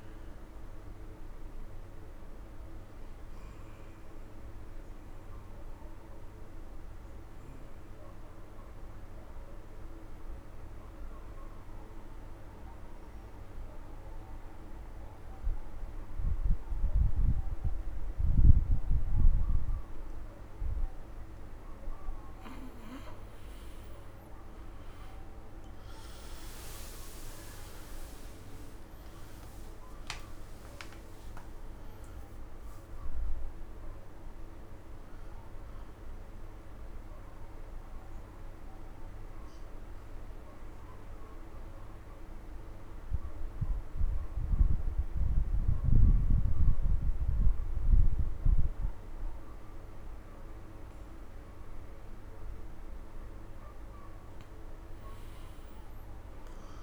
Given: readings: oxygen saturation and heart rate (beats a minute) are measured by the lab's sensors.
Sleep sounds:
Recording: breathing in sleep, hard to hear, by a room microphone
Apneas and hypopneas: 2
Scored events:
0.00-15.00 s: oxygen desaturation (device-marked, oxygen 86% lowest, heart rate 43 extreme)
1.00-20.50 s: obstructive apnea (oxygen 100% before, 86% lowest, heart rate 97 before, 43 extreme, up 22 after)
20.00-48.00 s: oxygen desaturation (device-marked, oxygen 98% before, 87% lowest, heart rate 68 before, 49 extreme)
24.50-30.00 s: arousal
36.50-52.50 s: obstructive apnea (oxygen 98% before, 87% lowest, heart rate 78 before, 56 extreme, up 35 after)
55.00-56.83 s: arousal
From the record:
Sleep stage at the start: N2 (light sleep)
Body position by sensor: on the right side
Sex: male

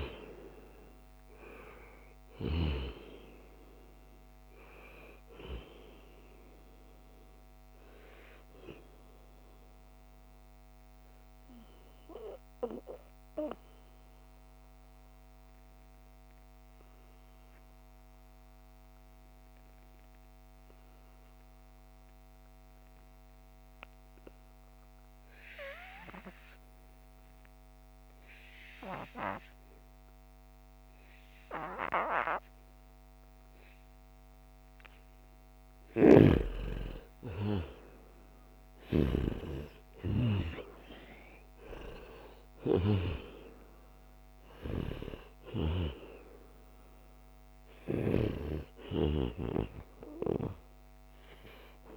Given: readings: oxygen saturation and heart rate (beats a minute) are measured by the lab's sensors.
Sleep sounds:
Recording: breathing in sleep by a microphone on the trachea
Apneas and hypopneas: 1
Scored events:
0.00-1.00 s: arousal
0.00-20.00 s: oxygen desaturation (device-marked, oxygen 88% lowest, heart rate 72 extreme)
7.00-34.50 s: obstructive apnea (oxygen 96% before, 88% lowest, heart rate 73 before, 72 extreme, up 3 after)
36.00-39.50 s: snoring (device-marked)
36.00-40.50 s: arousal
39.00-51.97 s: oxygen desaturation (device-marked, oxygen 96% before, 89% lowest, heart rate 74 before, 68 extreme)
From the record:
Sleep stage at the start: N2 (light sleep)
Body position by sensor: on the right side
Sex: male

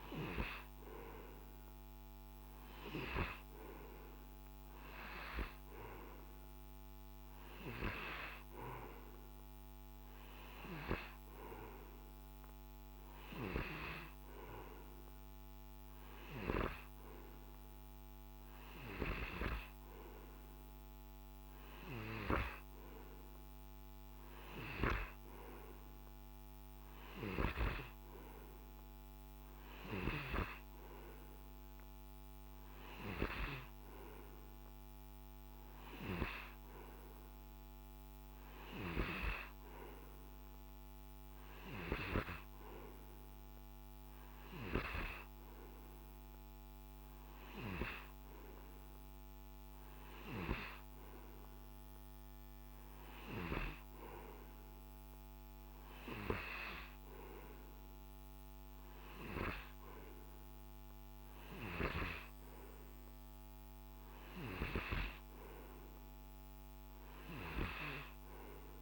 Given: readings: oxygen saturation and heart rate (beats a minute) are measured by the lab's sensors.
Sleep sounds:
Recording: breathing in sleep by a microphone on the trachea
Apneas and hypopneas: none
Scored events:
none scored
From the record:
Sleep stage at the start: N2 (light sleep)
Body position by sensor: on the right side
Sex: male

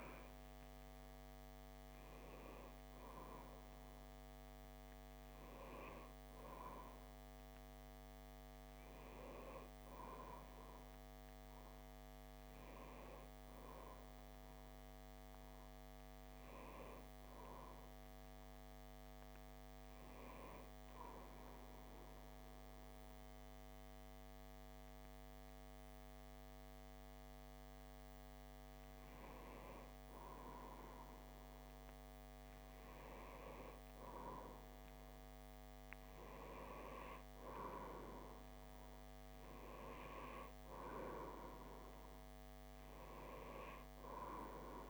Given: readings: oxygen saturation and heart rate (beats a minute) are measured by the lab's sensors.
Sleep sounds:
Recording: breathing in sleep by a microphone on the trachea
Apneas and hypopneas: none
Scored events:
none scored
From the record:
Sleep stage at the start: N1 (lightest sleep)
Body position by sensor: on the back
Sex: male

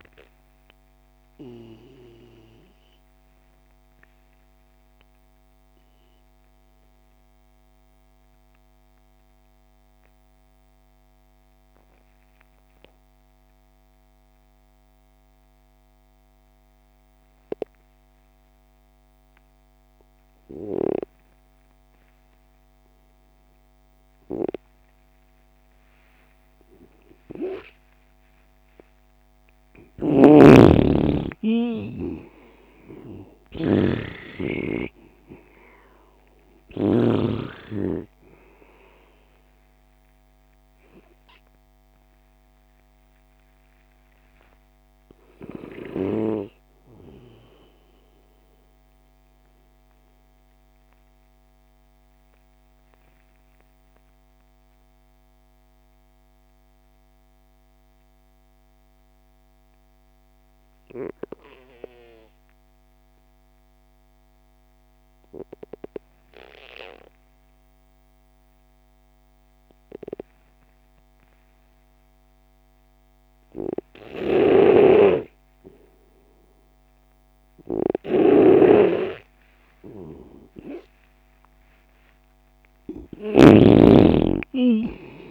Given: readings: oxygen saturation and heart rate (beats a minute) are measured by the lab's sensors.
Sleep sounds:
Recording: breathing in sleep by a microphone on the trachea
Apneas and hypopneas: 2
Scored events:
0.00-14.00 s: oxygen desaturation (device-marked, oxygen 88% lowest)
3.50-28.00 s: mixed apnea (oxygen 98% before, 88% lowest)
27.00-58.00 s: oxygen desaturation (device-marked, oxygen 98% before, 88% lowest)
29.50-37.00 s: snoring (device-marked)
30.00-34.00 s: arousal
50.00-79.50 s: mixed apnea (oxygen 98% before, 88% lowest)
72.00-85.31 s: oxygen desaturation (device-marked, oxygen 99% before, 89% lowest)
74.00-85.31 s: snoring (device-marked)
83.00-85.31 s: arousal
From the record:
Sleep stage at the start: N2 (light sleep)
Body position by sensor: on the left side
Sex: male

